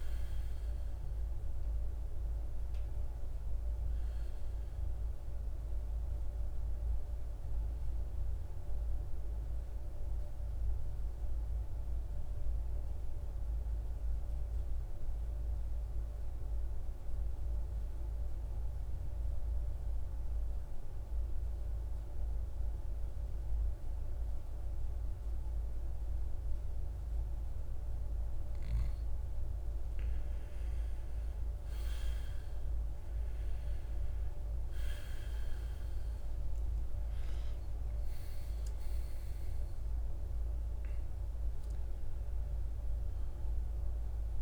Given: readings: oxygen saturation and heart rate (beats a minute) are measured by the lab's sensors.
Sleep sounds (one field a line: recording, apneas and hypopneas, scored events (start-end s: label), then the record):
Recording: breathing in sleep, hard to hear, by a room microphone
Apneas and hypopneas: 1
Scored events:
0.00-15.00 s: oxygen desaturation (device-marked, oxygen 95% before, 90% lowest, heart rate 63 before, 55 extreme)
16.00-29.00 s: mixed apnea (oxygen 96% before, 88% lowest, heart rate 63 before, 56 extreme, up 15 after)
31.00-36.00 s: arousal
32.00-44.42 s: oxygen desaturation (device-marked, oxygen 97% before, 88% lowest, heart rate 57 before, 54 extreme)
From the record:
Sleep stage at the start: N2 (light sleep)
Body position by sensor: on the right side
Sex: male